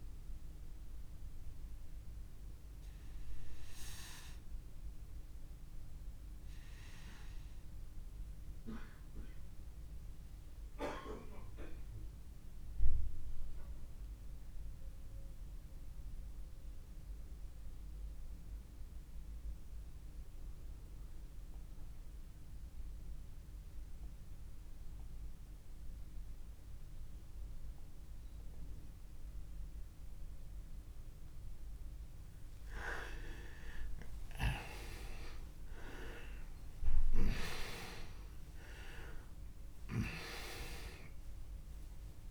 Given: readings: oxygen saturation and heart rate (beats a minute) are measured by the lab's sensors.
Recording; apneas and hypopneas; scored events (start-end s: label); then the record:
breathing in sleep by a room microphone; 1
0.00-18.00 s: oxygen desaturation (device-marked, oxygen 82% lowest)
0.50-31.00 s: obstructive apnea (oxygen 96% before, 82% lowest, heart rate 42 before, 25 extreme, up 40 after)
33.00-37.50 s: arousal
37.00-42.31 s: oxygen desaturation (device-marked, oxygen 99% before, 90% lowest, heart rate 57 before, 25 extreme)
From the record:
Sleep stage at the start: N2 (light sleep); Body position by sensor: on the back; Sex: male